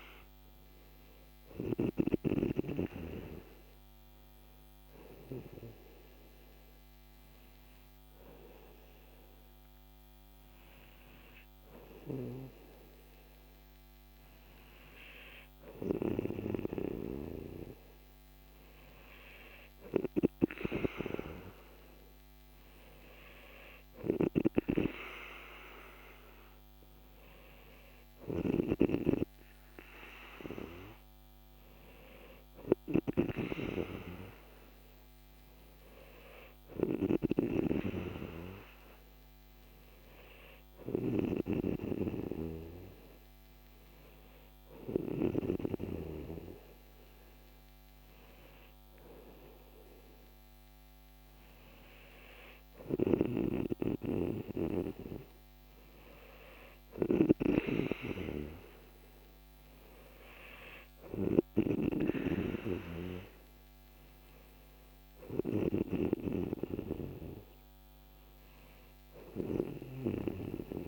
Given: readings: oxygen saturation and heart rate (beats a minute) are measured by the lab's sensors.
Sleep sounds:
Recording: breathing in sleep by a microphone on the trachea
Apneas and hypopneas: none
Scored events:
13.50-70.88 s: new sleep stage, N3 (deep sleep)
From the record:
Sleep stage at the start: N2 (light sleep)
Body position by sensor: on the back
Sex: male

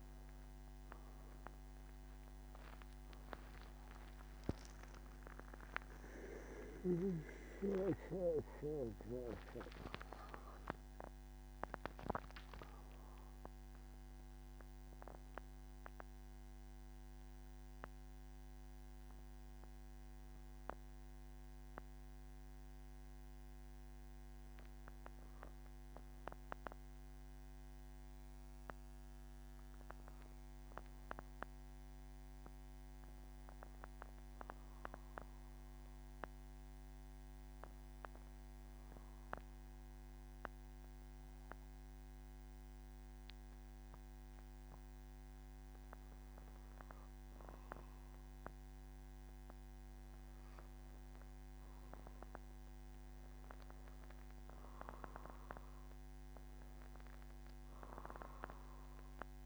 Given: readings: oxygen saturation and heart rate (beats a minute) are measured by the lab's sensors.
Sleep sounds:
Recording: breathing in sleep by a microphone on the trachea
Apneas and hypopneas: 1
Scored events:
34.50-47.00 s: obstructive apnea (oxygen 94% before, 91% lowest, heart rate 131 before, 110 extreme, up 17 after)
57.00-59.46 s: new sleep stage, N1 (lightest sleep)
From the record:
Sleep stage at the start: N3 (deep sleep)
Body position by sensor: on the back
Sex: male

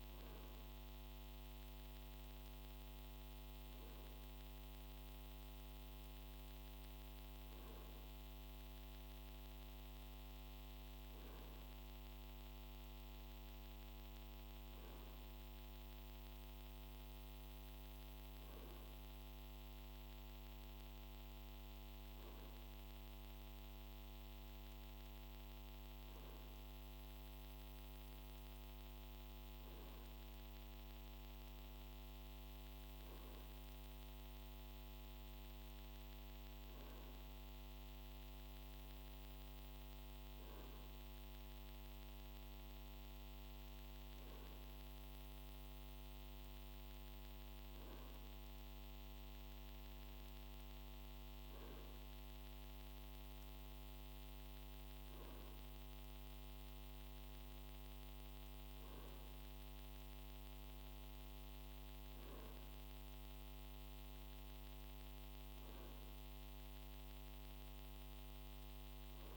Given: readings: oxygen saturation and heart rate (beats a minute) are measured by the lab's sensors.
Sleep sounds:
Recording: breathing in sleep, hard to hear, by a microphone on the trachea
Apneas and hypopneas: none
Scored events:
none scored
From the record:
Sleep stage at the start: N2 (light sleep)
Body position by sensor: on the right side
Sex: male

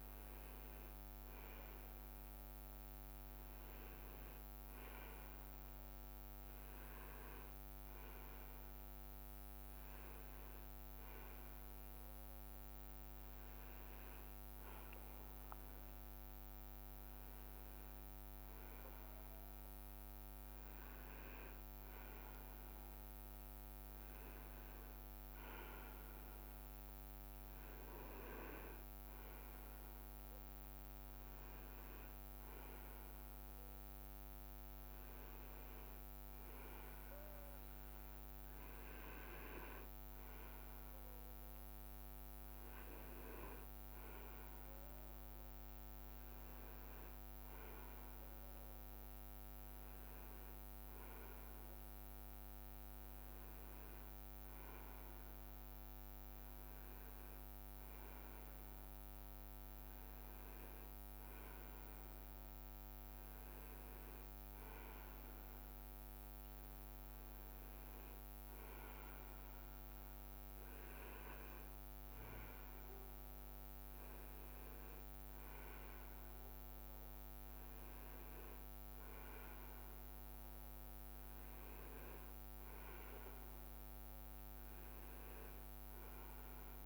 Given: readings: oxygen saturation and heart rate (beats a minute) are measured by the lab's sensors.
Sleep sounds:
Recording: breathing in sleep, hard to hear, by a microphone on the trachea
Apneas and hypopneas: none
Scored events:
0.00-9.00 s: leg movement (device-marked)
10.00-14.50 s: leg movement (device-marked)
51.00-54.50 s: leg movement (device-marked)
From the record:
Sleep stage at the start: N2 (light sleep)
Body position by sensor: on the right side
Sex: male

